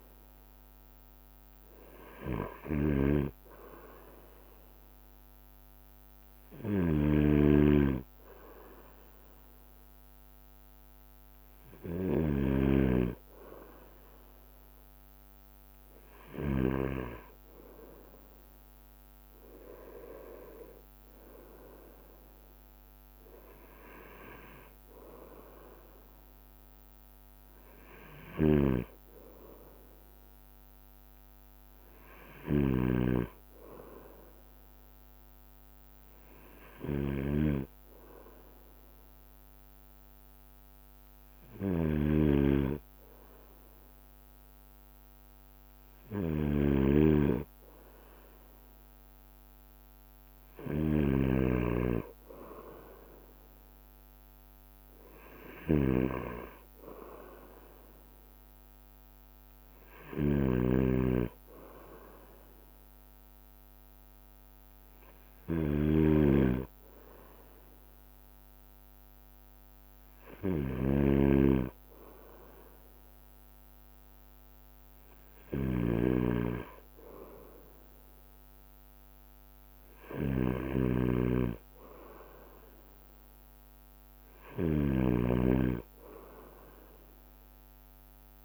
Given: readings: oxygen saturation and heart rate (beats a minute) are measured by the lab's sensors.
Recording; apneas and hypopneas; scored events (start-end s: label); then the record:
breathing in sleep by a microphone on the trachea; none
0.00-3.50 s: drop in pulse transit time (device-marked, heart rate 30 extreme)
0.00-4.50 s: bradycardia (device-marked, heart rate 30 extreme)
0.00-17.50 s: snoring (device-marked)
11.50-66.50 s: bradycardia (device-marked)
12.00-14.00 s: long interval between heartbeats (device-marked, heart rate 50 before, 60 extreme)
19.50-21.50 s: long interval between heartbeats (device-marked, heart rate 50 before, 55 extreme)
21.50-26.50 s: drop in pulse transit time (device-marked, heart rate 51 before, 36 extreme)
24.50-26.50 s: long interval between heartbeats (device-marked, heart rate 54 before, 36 extreme)
28.50-88.45 s: snoring (device-marked)
29.50-39.50 s: drop in pulse transit time (device-marked)
36.50-38.50 s: long interval between heartbeats (device-marked, heart rate 40 before, 47 extreme)
45.00-47.00 s: long interval between heartbeats (device-marked, heart rate 38 before, 54 extreme)
50.00-52.00 s: long interval between heartbeats (device-marked, heart rate 43 before, 35 extreme)
51.50-66.50 s: drop in pulse transit time (device-marked, heart rate 44 before, 25 extreme)
52.50-54.50 s: long interval between heartbeats (device-marked, heart rate 44 before, 31 extreme)
57.50-59.50 s: long interval between heartbeats (device-marked, heart rate 41 before, 39 extreme)
68.50-88.45 s: bradycardia (device-marked)
70.00-72.00 s: long interval between heartbeats (device-marked, heart rate 44 before, 60 extreme)
76.00-78.00 s: long interval between heartbeats (device-marked, heart rate 51 before, 52 extreme)
79.50-88.45 s: drop in pulse transit time (device-marked)
84.50-86.50 s: long interval between heartbeats (device-marked, heart rate 49 before, 27 extreme)
From the record:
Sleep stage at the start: N2 (light sleep); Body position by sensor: on the right side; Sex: male